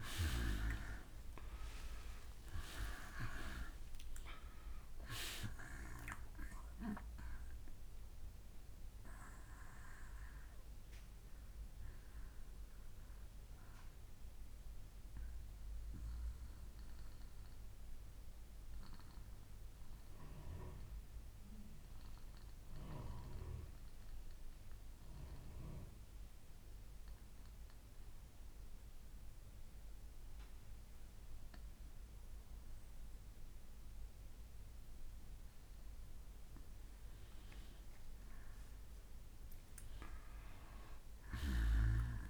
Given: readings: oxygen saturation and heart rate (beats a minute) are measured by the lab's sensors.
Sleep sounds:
breathing in sleep by a room microphone; 1
0.00-18.50 s: oxygen desaturation (device-marked, oxygen 86% lowest, heart rate 60 extreme)
14.00-35.00 s: obstructive apnea (oxygen 94% before, 88% lowest, heart rate 67 before, 60 extreme, up 5 after)
38.00-42.00 s: arousal
From the record:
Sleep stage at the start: N2 (light sleep); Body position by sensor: on the back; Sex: male

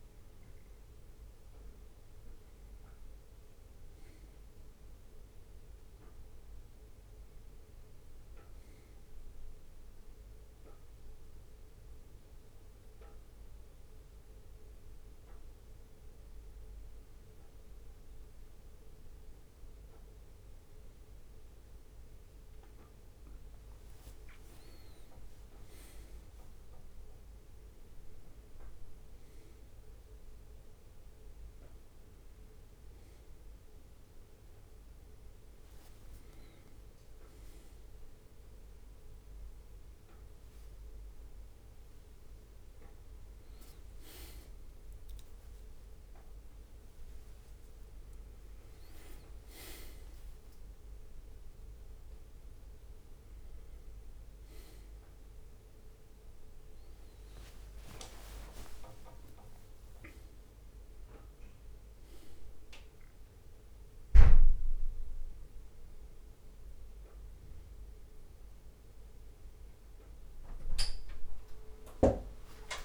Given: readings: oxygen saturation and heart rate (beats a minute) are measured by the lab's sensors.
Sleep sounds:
a person awake in a sleep study, by a room microphone; none
23.00-26.00 s: leg movement (device-marked)
57.50-59.00 s: leg movement (device-marked)
From the record:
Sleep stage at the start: awake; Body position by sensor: on the right side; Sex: male

